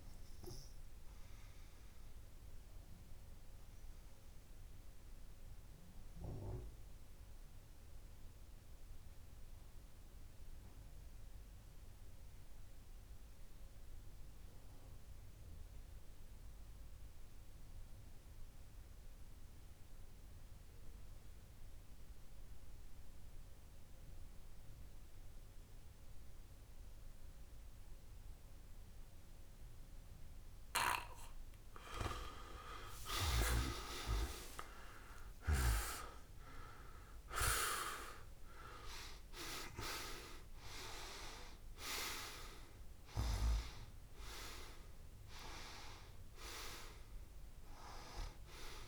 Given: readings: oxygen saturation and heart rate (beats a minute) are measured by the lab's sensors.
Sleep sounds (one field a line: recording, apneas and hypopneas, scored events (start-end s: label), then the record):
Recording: breathing in sleep by a room microphone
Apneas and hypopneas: 1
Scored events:
0.00-14.50 s: tachycardia (device-marked, heart rate 145 extreme)
1.50-32.00 s: obstructive apnea (oxygen 100% before, 91% lowest, heart rate 111 before, 94 extreme, up 56 after)
2.00-4.00 s: long interval between heartbeats (device-marked, heart rate 111 before, 138 extreme)
5.00-7.00 s: long interval between heartbeats (device-marked, heart rate 117 before, 145 extreme)
7.00-9.00 s: long interval between heartbeats (device-marked, heart rate 121 before, 134 extreme)
9.50-11.50 s: long interval between heartbeats (device-marked, heart rate 124 before, 122 extreme)
11.50-13.50 s: long interval between heartbeats (device-marked, heart rate 125 before, 123 extreme)
11.50-18.50 s: oxygen desaturation (device-marked, oxygen 97% before, 93% lowest, heart rate 125 before, 94 extreme)
15.00-17.00 s: long interval between heartbeats (device-marked, heart rate 129 before, 107 extreme)
15.50-23.50 s: tachycardia (device-marked, heart rate 56 before, 127 extreme)
20.00-22.00 s: long interval between heartbeats (device-marked, heart rate 127 before, 118 extreme)
22.00-24.00 s: long interval between heartbeats (device-marked, heart rate 127 before, 115 extreme)
25.50-48.88 s: tachycardia (device-marked, heart rate 59 before, 161 extreme)
26.00-28.00 s: long interval between heartbeats (device-marked, heart rate 121 before, 96 extreme)
30.00-32.00 s: long interval between heartbeats (device-marked, heart rate 114 before, 107 extreme)
31.50-48.88 s: oxygen desaturation (device-marked, oxygen 99% before, 91% lowest, heart rate 113 before, 109 extreme)
32.00-34.00 s: long interval between heartbeats (device-marked, heart rate 113 before, 120 extreme)
33.50-38.00 s: arousal
37.00-39.00 s: long interval between heartbeats (device-marked, heart rate 113 before, 137 extreme)
41.50-43.50 s: long interval between heartbeats (device-marked, heart rate 119 before, 117 extreme)
43.50-45.50 s: long interval between heartbeats (device-marked, heart rate 119 before, 117 extreme)
45.50-47.50 s: long interval between heartbeats (device-marked, heart rate 120 before, 109 extreme)
From the record:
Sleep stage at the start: N2 (light sleep)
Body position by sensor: on the back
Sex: male